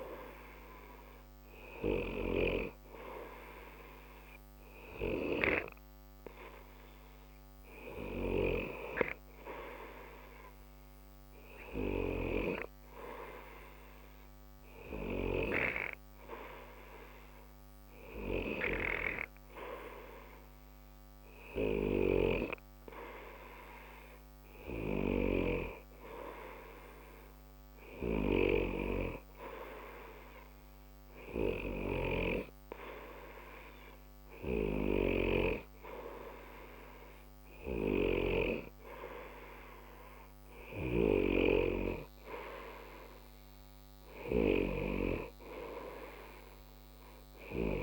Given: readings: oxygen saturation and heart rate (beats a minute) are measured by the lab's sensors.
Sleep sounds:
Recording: breathing in sleep by a microphone on the trachea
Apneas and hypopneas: none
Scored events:
none scored
From the record:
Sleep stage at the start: N2 (light sleep)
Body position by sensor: on the right side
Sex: male

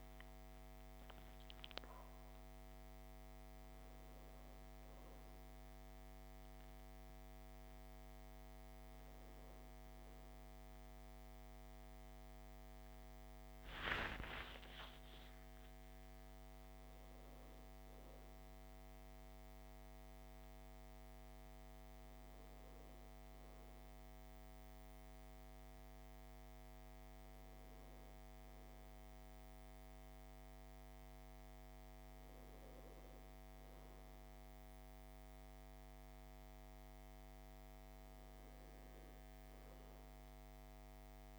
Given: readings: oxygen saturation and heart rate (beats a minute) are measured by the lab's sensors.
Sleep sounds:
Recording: a person awake in a sleep study, hard to hear, by a microphone on the trachea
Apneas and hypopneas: none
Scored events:
30.50-41.38 s: new sleep stage, N1 (lightest sleep)
From the record:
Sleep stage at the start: awake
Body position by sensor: on the back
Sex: male

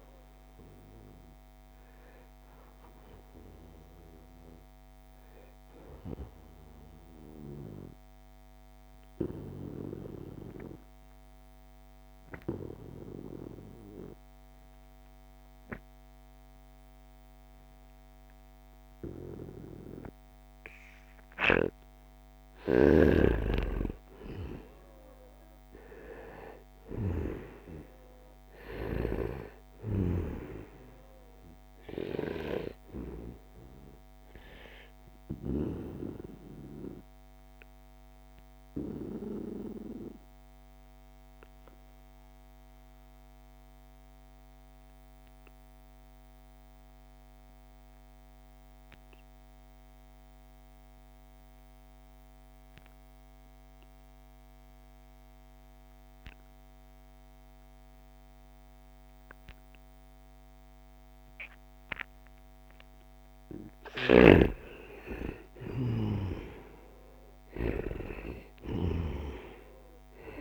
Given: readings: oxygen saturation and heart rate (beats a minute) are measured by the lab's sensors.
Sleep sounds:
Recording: breathing in sleep by a microphone on the trachea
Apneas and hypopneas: 2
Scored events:
1.00-7.00 s: oxygen desaturation (device-marked, oxygen 98% before, 94% lowest, heart rate 72 before, 69 extreme)
7.50-21.00 s: obstructive apnea (oxygen 98% before, 87% lowest, heart rate 75 before, 69 extreme, up 4 after)
10.00-70.41 s: new sleep stage, N2 (light sleep)
22.00-28.50 s: snoring (device-marked)
22.00-42.00 s: oxygen desaturation (device-marked, oxygen 95% before, 91% lowest, heart rate 74 before, 65 extreme)
23.00-28.00 s: arousal
37.50-62.00 s: obstructive apnea (oxygen 95% before, 87% lowest, heart rate 74 before, 65 extreme, up 5 after)
61.00-70.41 s: oxygen desaturation (device-marked, oxygen 95% before, 87% lowest, heart rate 69 before, 67 extreme)
63.50-68.50 s: arousal
63.50-70.41 s: snoring (device-marked)
From the record:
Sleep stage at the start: N1 (lightest sleep)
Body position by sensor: on the right side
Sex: male

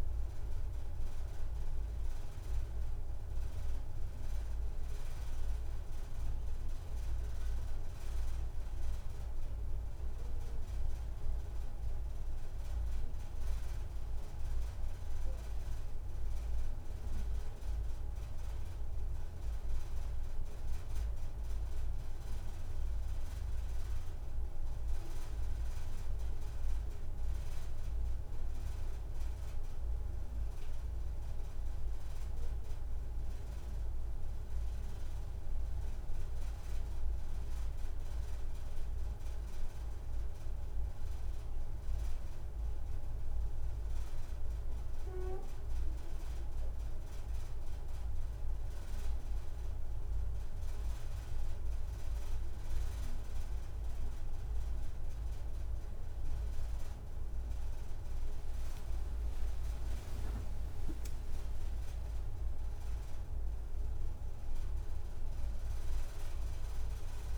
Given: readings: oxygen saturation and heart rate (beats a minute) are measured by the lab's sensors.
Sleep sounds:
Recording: breathing in sleep, hard to hear, by a room microphone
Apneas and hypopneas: none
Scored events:
58.00-61.50 s: arousal
From the record:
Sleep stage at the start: N2 (light sleep)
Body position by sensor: on the right side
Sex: female

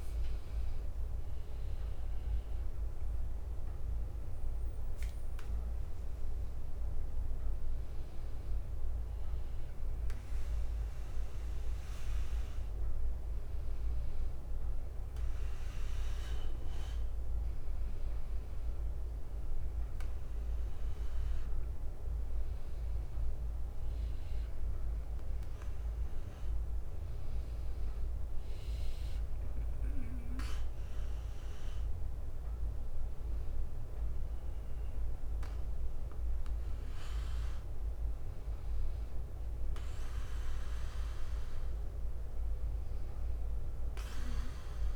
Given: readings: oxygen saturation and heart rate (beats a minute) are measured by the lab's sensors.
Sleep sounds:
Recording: breathing in sleep, hard to hear, by a room microphone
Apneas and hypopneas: none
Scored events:
0.00-1.00 s: leg movement (device-marked)
8.50-9.50 s: leg movement (device-marked)
14.00-44.96 s: new sleep stage, N2 (light sleep)
From the record:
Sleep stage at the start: N1 (lightest sleep)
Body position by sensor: on the right side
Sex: male

